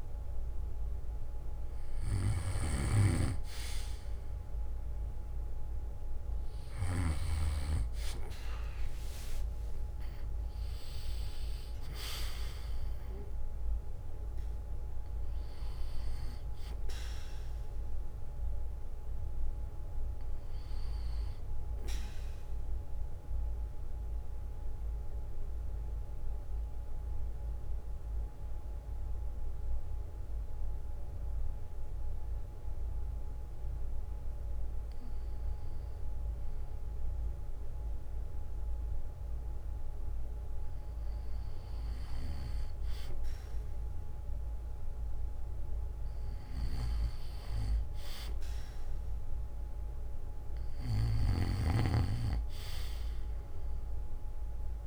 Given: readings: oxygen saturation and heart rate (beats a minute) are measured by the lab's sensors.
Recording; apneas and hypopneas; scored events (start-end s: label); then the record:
breathing in sleep by a room microphone; 1
0.00-2.50 s: oxygen desaturation (device-marked, oxygen 94% lowest, heart rate 57 extreme)
0.00-3.00 s: snoring (device-marked)
7.50-12.00 s: arousal
21.00-35.00 s: central apnea (oxygen 95% before, 93% lowest, heart rate 65 before, 57 extreme, up 7 after)
21.50-23.50 s: bradycardia (device-marked, heart rate 62 before, 60 extreme)
37.50-42.00 s: arousal
From the record:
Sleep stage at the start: N2 (light sleep); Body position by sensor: on the back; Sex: male